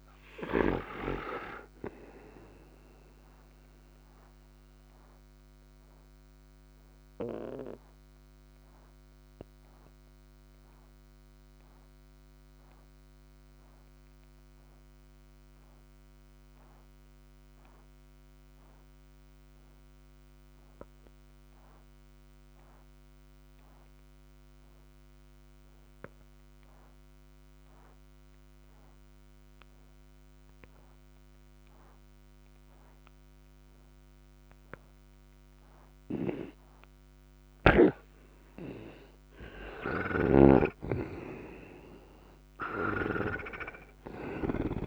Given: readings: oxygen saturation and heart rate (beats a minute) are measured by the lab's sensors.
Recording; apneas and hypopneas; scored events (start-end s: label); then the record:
breathing in sleep by a microphone on the trachea; 1
0.00-18.50 s: oxygen desaturation (device-marked, oxygen 84% lowest, heart rate 59 extreme)
3.50-37.50 s: obstructive apnea (oxygen 97% before, 84% lowest, heart rate 74 before, 59 extreme, up 8 after)
34.50-44.87 s: oxygen desaturation (device-marked, oxygen 98% before, 87% lowest, heart rate 60 before, 59 extreme)
38.50-44.50 s: arousal
From the record:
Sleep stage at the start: N2 (light sleep); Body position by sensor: on the right side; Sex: male